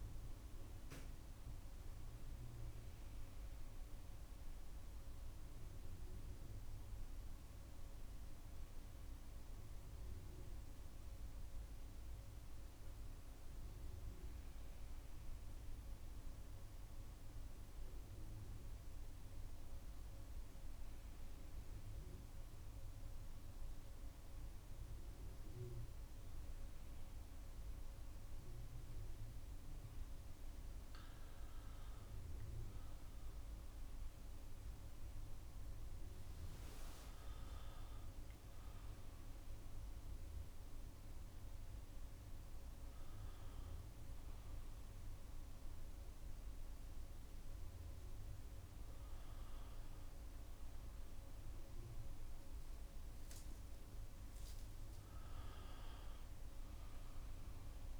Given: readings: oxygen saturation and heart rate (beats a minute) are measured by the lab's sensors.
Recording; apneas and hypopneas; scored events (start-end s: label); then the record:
breathing in sleep, hard to hear, by a room microphone; none
54.00-57.99 s: arousal
From the record:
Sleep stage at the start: N1 (lightest sleep); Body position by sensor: on the right side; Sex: male